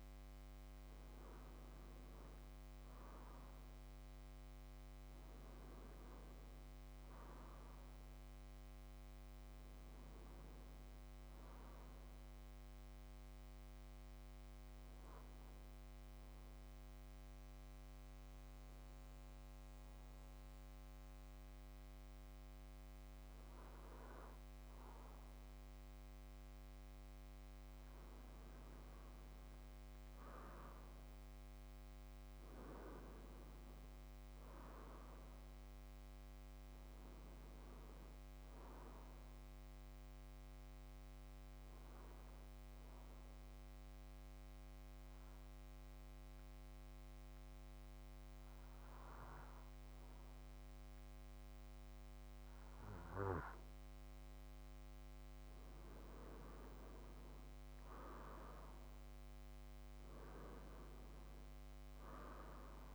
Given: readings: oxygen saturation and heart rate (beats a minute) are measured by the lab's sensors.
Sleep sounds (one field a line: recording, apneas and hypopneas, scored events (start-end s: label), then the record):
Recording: breathing in sleep by a microphone on the trachea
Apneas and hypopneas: 1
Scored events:
32.50-36.00 s: arousal
41.50-54.50 s: hypopnea (oxygen 95% before, 91% lowest, heart rate 59 before, 55 extreme, up 7 after)
57.00-61.50 s: arousal
61.00-62.95 s: oxygen desaturation (device-marked, oxygen 96% before, 91% lowest, heart rate 57 before, 54 extreme)
From the record:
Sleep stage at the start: N2 (light sleep)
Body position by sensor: on the back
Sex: male